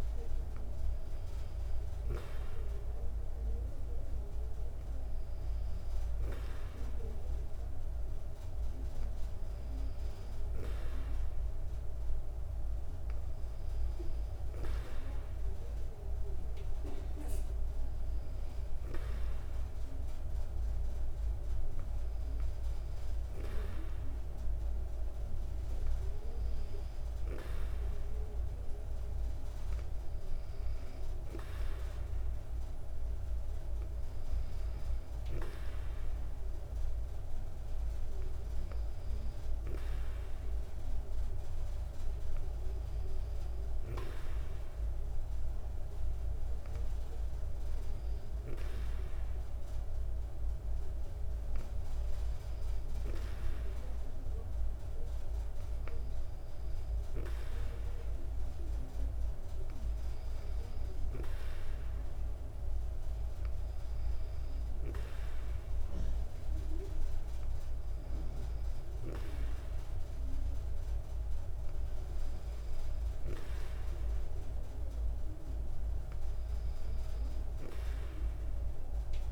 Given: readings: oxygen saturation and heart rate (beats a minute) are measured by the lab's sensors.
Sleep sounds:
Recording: breathing in sleep by a room microphone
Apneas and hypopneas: none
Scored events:
none scored
From the record:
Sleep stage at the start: N2 (light sleep)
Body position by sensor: on the back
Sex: female

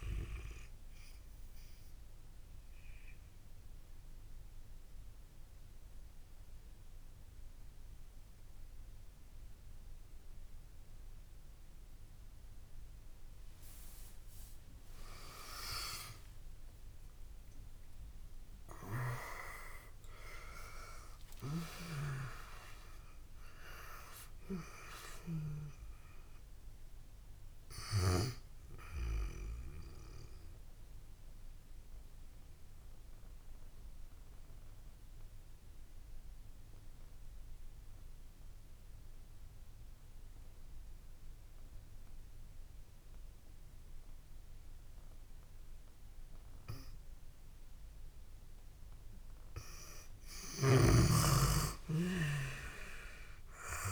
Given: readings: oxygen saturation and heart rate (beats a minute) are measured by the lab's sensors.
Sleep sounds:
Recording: breathing in sleep by a room microphone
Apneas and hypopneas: 2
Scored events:
0.00-26.50 s: oxygen desaturation (device-marked, oxygen 84% lowest)
0.50-13.00 s: obstructive apnea (oxygen 97% before, 84% lowest)
14.50-19.00 s: arousal
30.00-49.00 s: obstructive apnea (oxygen 91% before, 89% lowest)
51.00-53.92 s: arousal
From the record:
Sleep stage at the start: N2 (light sleep)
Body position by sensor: on the back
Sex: female

